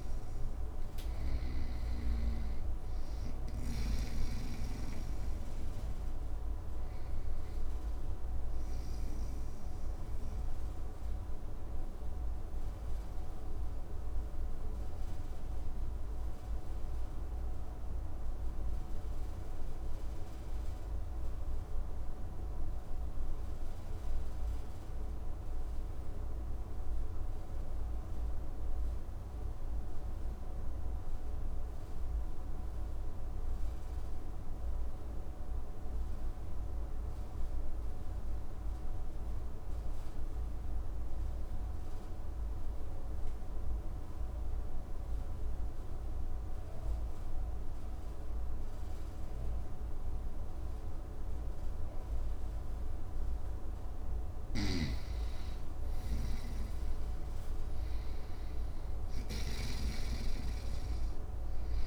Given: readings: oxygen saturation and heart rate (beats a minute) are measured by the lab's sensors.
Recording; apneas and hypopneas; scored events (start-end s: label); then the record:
breathing in sleep by a room microphone; 1
0.00-22.00 s: oxygen desaturation (device-marked, oxygen 90% lowest, heart rate 59 extreme)
10.50-53.50 s: obstructive apnea (oxygen 98% before, 86% lowest, heart rate 68 before, 59 extreme, up 9 after)
13.00-61.87 s: new sleep stage, REM sleep
54.00-61.87 s: snoring (device-marked)
55.50-60.00 s: arousal
59.00-61.87 s: oxygen desaturation (device-marked, oxygen 98% before, 86% lowest, heart rate 62 before, 57 extreme)
From the record:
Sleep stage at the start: N2 (light sleep); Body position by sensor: on the right side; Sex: male